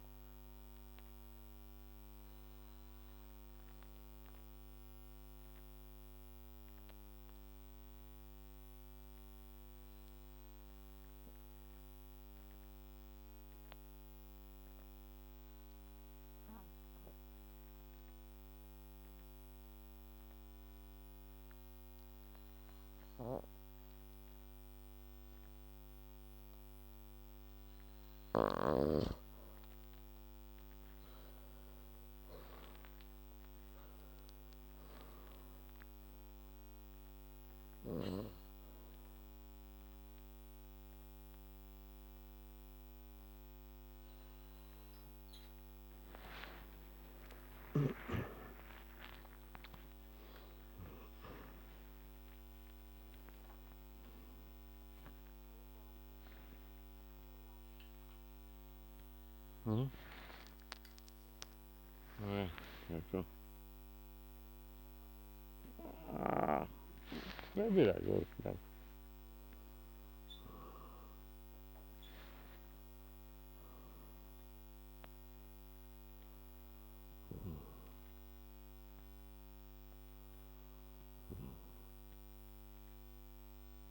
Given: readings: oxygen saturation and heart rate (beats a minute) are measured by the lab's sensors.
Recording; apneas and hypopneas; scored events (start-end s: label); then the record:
a person awake in a sleep study, by a microphone on the trachea; 1
1.50-26.00 s: obstructive apnea (oxygen 96% before, 84% lowest, heart rate 53 before, 51 extreme, up 8 after)
14.50-24.50 s: oxygen desaturation (device-marked, oxygen 95% before, 87% lowest, heart rate 54 before, 54 extreme)
37.50-83.91 s: new sleep stage, awake
47.50-70.50 s: oxygen desaturation (device-marked, oxygen 95% before, 84% lowest, heart rate 60 before, 58 extreme)
48.00-50.00 s: long interval between heartbeats (device-marked, heart rate 60 before, 65 extreme)
51.50-53.50 s: long interval between heartbeats (device-marked, heart rate 64 before, 94 extreme)
From the record:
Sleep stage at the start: N2 (light sleep); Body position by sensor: on the back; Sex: male